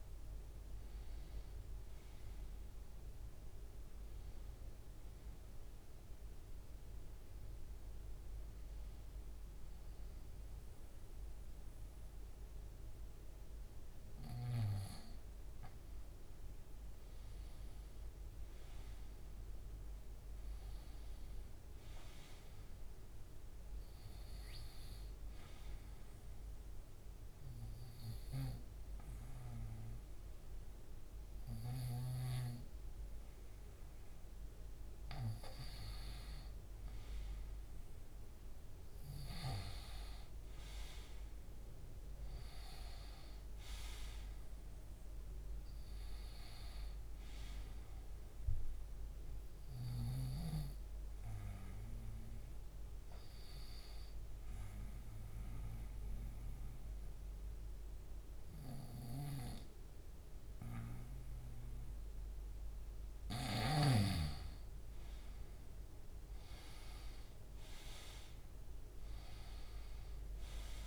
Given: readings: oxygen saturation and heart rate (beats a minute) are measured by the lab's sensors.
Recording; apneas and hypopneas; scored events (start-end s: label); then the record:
breathing in sleep by a room microphone; 3
2.00-13.00 s: oxygen desaturation (device-marked, oxygen 98% before, 92% lowest, heart rate 73 before, 69 extreme)
2.50-14.50 s: hypopnea (oxygen 98% before, 92% lowest, heart rate 73 before, 69 extreme, up 2 after)
17.50-20.50 s: arousal
24.50-34.50 s: obstructive apnea (oxygen 97% before, 91% lowest, heart rate 71 before, 70 extreme, up 2 after)
29.00-41.00 s: oxygen desaturation (device-marked, oxygen 97% before, 93% lowest, heart rate 71 before, 70 extreme)
39.50-44.00 s: arousal
48.50-62.00 s: obstructive apnea (oxygen 97% before, 91% lowest, heart rate 71 before, 69 extreme, up 3 after)
64.50-69.00 s: arousal
From the record:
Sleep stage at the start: N2 (light sleep); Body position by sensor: on the right side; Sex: male